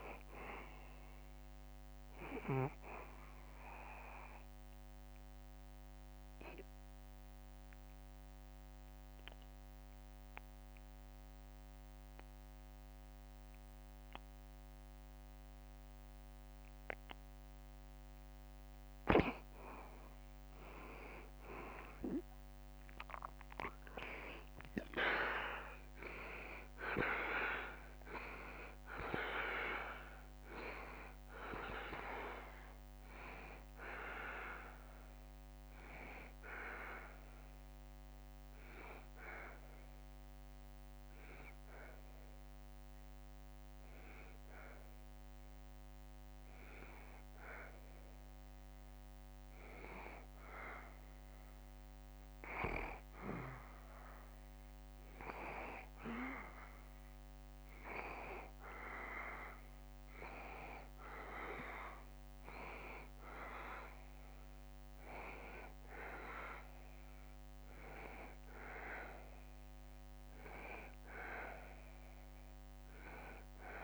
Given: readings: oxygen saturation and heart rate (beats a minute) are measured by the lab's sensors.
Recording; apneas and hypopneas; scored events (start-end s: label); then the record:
breathing in sleep by a microphone on the trachea; 2
0.00-9.50 s: oxygen desaturation (device-marked, oxygen 89% lowest, heart rate 69 extreme)
4.50-18.00 s: obstructive apnea (oxygen 94% before, 88% lowest, heart rate 73 before, 69 extreme, up 2 after)
21.50-26.00 s: arousal
23.50-52.50 s: oxygen desaturation (device-marked, oxygen 95% before, 88% lowest, heart rate 71 before, 68 extreme)
25.50-39.50 s: drop in pulse transit time (device-marked, heart rate 71 before, 71 extreme)
37.50-50.50 s: obstructive apnea (oxygen 95% before, 88% lowest, heart rate 74 before, 68 extreme, up 1 after)
52.50-57.00 s: arousal
61.50-73.84 s: oxygen desaturation (device-marked, oxygen 96% before, 92% lowest, heart rate 71 before, 72 extreme)
64.50-73.84 s: drop in pulse transit time (device-marked, heart rate 71 before, 72 extreme)
From the record:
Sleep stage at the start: N2 (light sleep); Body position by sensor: on the back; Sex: male